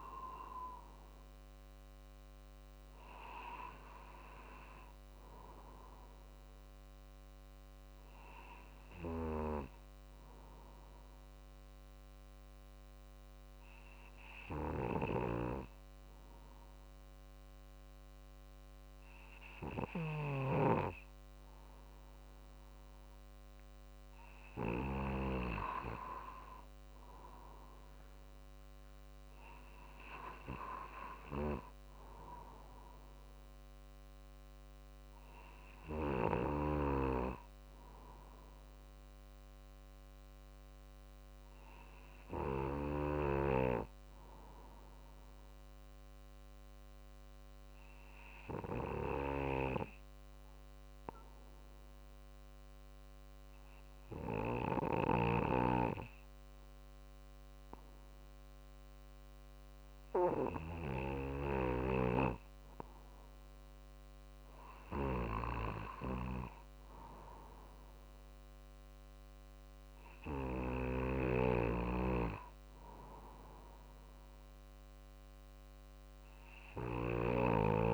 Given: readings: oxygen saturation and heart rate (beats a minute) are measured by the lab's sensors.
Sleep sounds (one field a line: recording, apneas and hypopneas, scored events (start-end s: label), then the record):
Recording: breathing in sleep by a microphone on the trachea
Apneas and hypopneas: 2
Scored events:
9.50-24.50 s: obstructive apnea (oxygen 96% before, 95% lowest, heart rate 51 before, 48 extreme, up 3 after)
27.50-31.00 s: arousal
29.50-49.50 s: drop in pulse transit time (device-marked, heart rate 49 before, 48 extreme)
41.00-61.00 s: obstructive apnea (oxygen 96% before, 94% lowest, heart rate 51 before, 48 extreme, up 4 after)
62.50-65.50 s: arousal
67.50-77.94 s: drop in pulse transit time (device-marked, heart rate 49 before, 49 extreme)
From the record:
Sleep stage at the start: N2 (light sleep)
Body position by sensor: on the right side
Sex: male